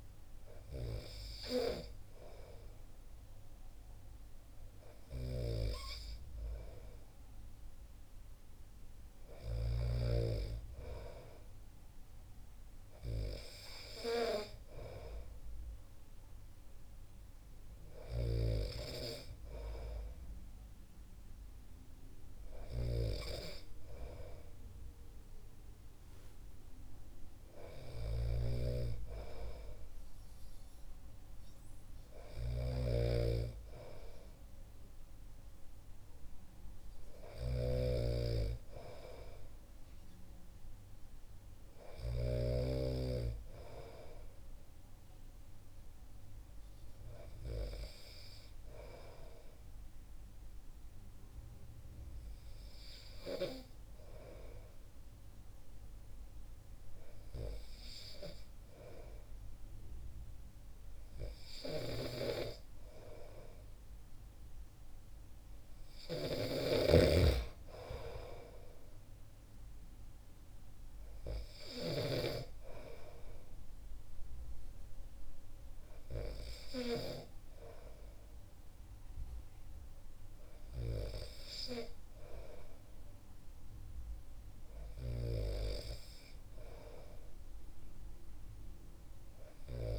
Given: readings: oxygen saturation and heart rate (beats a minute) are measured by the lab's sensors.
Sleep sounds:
breathing in sleep by a room microphone; none
18.00-42.50 s: snoring (device-marked)
66.50-72.00 s: snoring (device-marked)
From the record:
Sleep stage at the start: N2 (light sleep); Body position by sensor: on the back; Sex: male

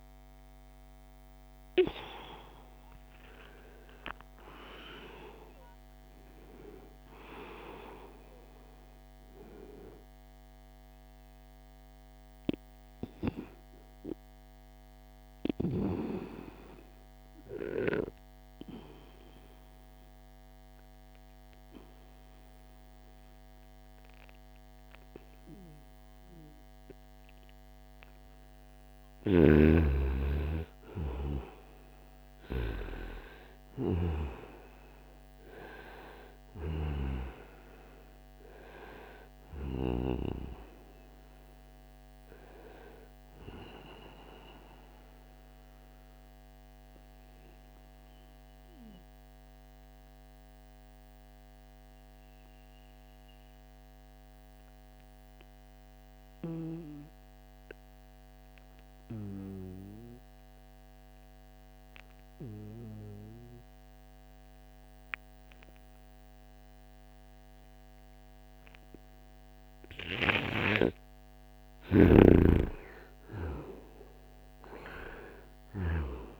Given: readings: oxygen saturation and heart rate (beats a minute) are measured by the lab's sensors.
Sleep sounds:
a person partly awake in a sleep study, by a microphone on the trachea; 2
0.00-2.50 s: oxygen desaturation (device-marked, oxygen 89% lowest, heart rate 67 extreme)
12.50-42.50 s: new sleep stage, N1 (lightest sleep)
16.50-24.50 s: oxygen desaturation (device-marked, oxygen 99% before, 95% lowest, heart rate 86 before, 75 extreme)
18.00-28.00 s: obstructive apnea (oxygen 99% before, 90% lowest, heart rate 86 before, 75 extreme, up 5 after)
28.00-39.00 s: snoring (device-marked)
29.50-34.00 s: arousal
30.50-48.50 s: oxygen desaturation (device-marked, oxygen 96% before, 90% lowest, heart rate 79 before, 68 extreme)
42.50-72.50 s: new sleep stage, N2 (light sleep)
44.50-68.00 s: obstructive apnea (oxygen 99% before, 91% lowest, heart rate 79 before, 68 extreme, up 4 after)
65.50-76.40 s: oxygen desaturation (device-marked, oxygen 96% before, 91% lowest, heart rate 74 before, 69 extreme)
69.50-75.50 s: snoring (device-marked)
72.50-76.40 s: new sleep stage, awake
From the record:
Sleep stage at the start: awake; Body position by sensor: on the right side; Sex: male

